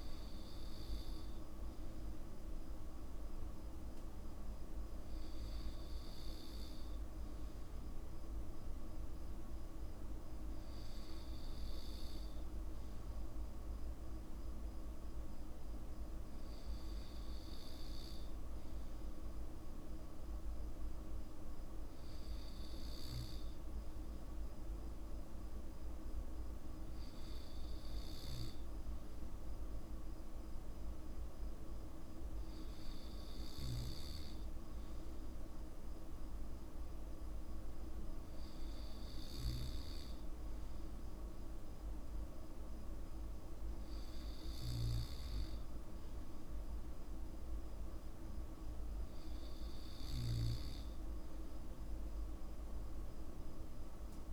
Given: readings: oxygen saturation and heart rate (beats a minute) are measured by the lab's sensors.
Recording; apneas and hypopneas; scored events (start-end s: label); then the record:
breathing in sleep, hard to hear, by a room microphone; none
none scored
From the record:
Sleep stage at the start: N2 (light sleep); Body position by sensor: on the back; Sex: male